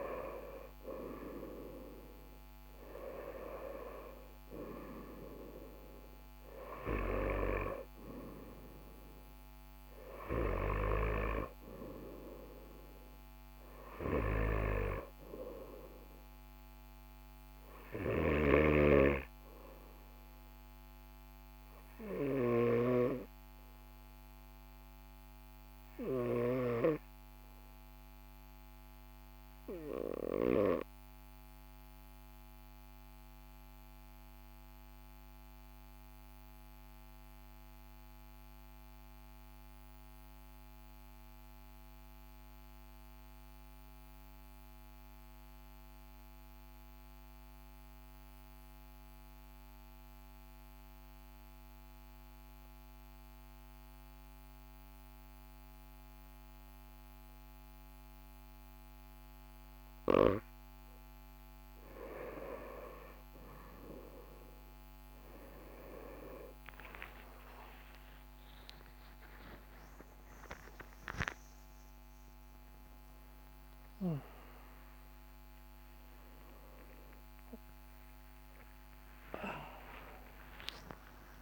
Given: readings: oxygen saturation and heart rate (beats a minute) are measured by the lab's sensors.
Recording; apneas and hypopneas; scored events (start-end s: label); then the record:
breathing in sleep by a microphone on the trachea; 1
0.00-29.50 s: oxygen desaturation (device-marked, oxygen 92% lowest, heart rate 41 extreme)
17.50-22.50 s: snoring (device-marked)
29.50-59.50 s: obstructive apnea (oxygen 98% before, 93% lowest, heart rate 43 before, 41 extreme, up 3 after)
62.50-81.42 s: new sleep stage, awake
From the record:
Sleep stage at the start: N2 (light sleep); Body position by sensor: on the right side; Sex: male